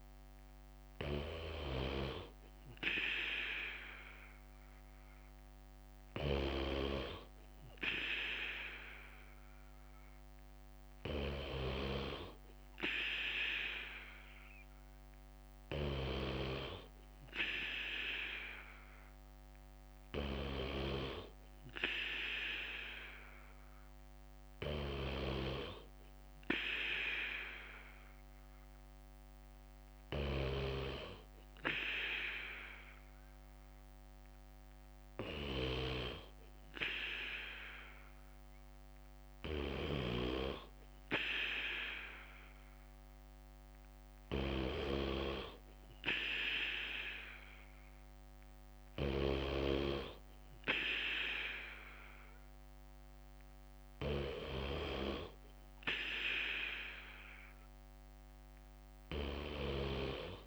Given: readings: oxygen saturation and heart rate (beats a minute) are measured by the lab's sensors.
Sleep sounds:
breathing in sleep by a microphone on the trachea; none
0.00-1.50 s: bradycardia (device-marked, heart rate 58 extreme)
35.50-60.47 s: bradycardia (device-marked, heart rate 59 before, 57 extreme)
From the record:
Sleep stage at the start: N3 (deep sleep); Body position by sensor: on the back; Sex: male

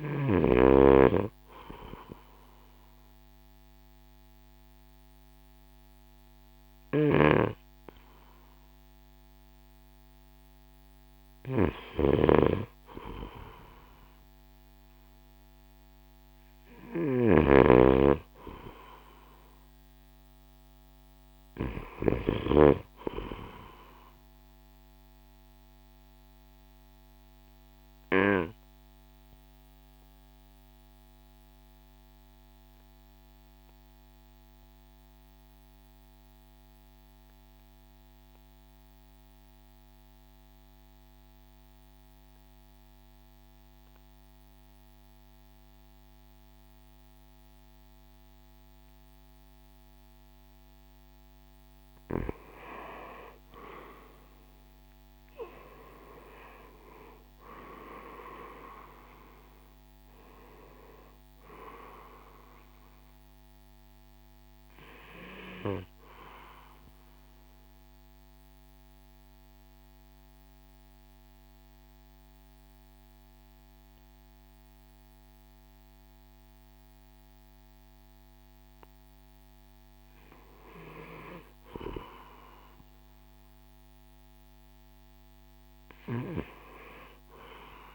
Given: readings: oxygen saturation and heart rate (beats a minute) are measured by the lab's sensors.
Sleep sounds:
breathing in sleep by a microphone on the trachea; 2
6.00-22.00 s: snoring (device-marked)
24.50-50.50 s: obstructive apnea (oxygen 97% before, 90% lowest, heart rate 54 before, 47 extreme, up 17 after)
54.50-59.00 s: arousal
67.00-79.50 s: central apnea (oxygen 95% before, 90% lowest, heart rate 57 before, 51 extreme, up 5 after)
80.00-87.95 s: oxygen desaturation (device-marked, oxygen 95% before, 90% lowest, heart rate 56 before, 53 extreme)
81.00-85.00 s: arousal
From the record:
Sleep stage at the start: N2 (light sleep); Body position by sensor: on the right side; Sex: male

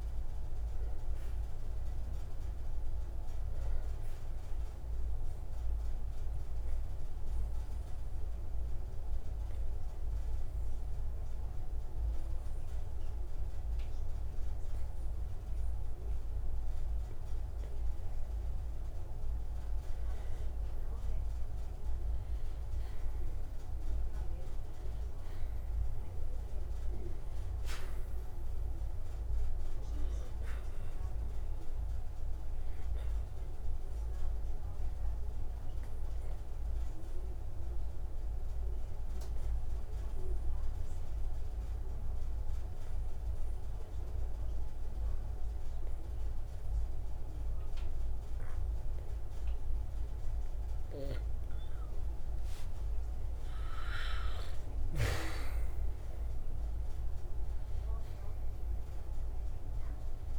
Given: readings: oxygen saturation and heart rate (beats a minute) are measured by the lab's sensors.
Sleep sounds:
breathing in sleep, hard to hear, by a room microphone; 2
1.50-18.50 s: oxygen desaturation (device-marked, oxygen 94% before, 90% lowest)
4.00-19.00 s: obstructive apnea (oxygen 95% before, 90% lowest)
22.50-26.50 s: arousal
31.50-57.50 s: oxygen desaturation (device-marked, oxygen 97% before, 90% lowest)
33.50-50.00 s: obstructive apnea (oxygen 97% before, 90% lowest)
53.00-58.50 s: arousal
From the record:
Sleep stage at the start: N2 (light sleep); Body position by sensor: on the right side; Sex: male

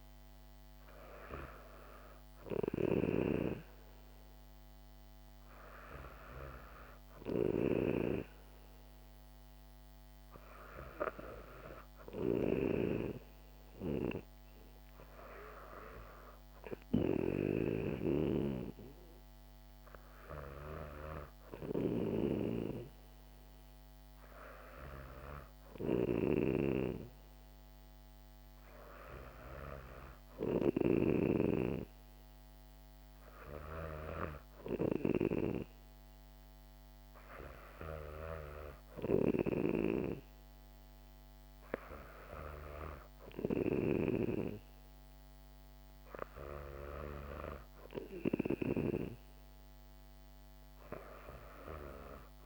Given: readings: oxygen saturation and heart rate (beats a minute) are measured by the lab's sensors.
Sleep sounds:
breathing in sleep by a microphone on the trachea; none
none scored
From the record:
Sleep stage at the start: N2 (light sleep); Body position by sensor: on the back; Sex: female

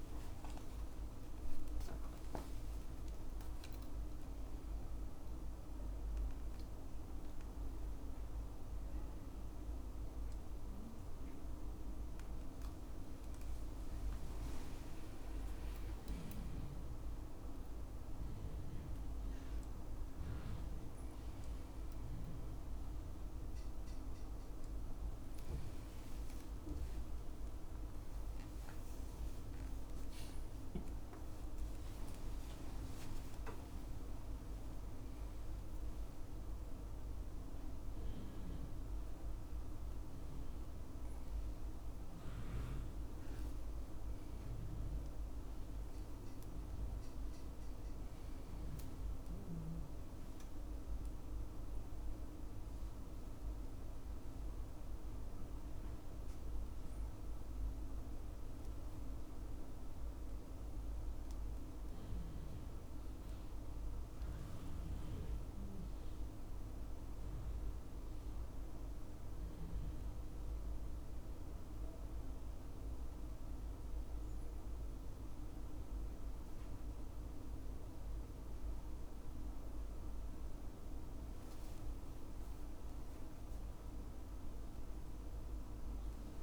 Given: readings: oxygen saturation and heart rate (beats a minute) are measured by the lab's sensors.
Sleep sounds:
a person awake in a sleep study, hard to hear, by a room microphone; none
none scored
From the record:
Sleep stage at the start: awake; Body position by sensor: on the back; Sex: male

